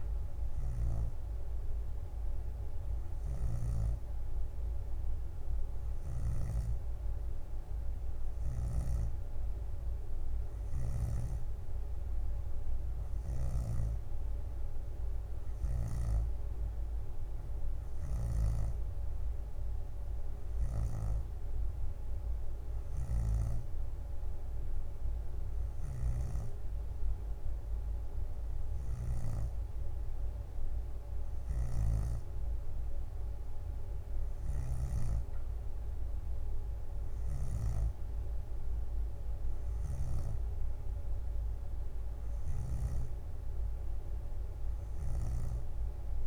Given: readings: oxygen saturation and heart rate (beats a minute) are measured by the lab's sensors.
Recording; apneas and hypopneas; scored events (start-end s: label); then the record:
breathing in sleep, hard to hear, by a room microphone; none
0.00-5.50 s: oxygen desaturation (device-marked, oxygen 89% lowest, heart rate 58 extreme)
5.00-7.00 s: leg movement (device-marked)
8.00-15.00 s: leg movement (device-marked)
31.50-33.00 s: leg movement (device-marked)
41.50-43.50 s: bradycardia (device-marked, heart rate 63 before, 66 extreme)
From the record:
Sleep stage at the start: N3 (deep sleep); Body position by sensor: on the back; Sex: female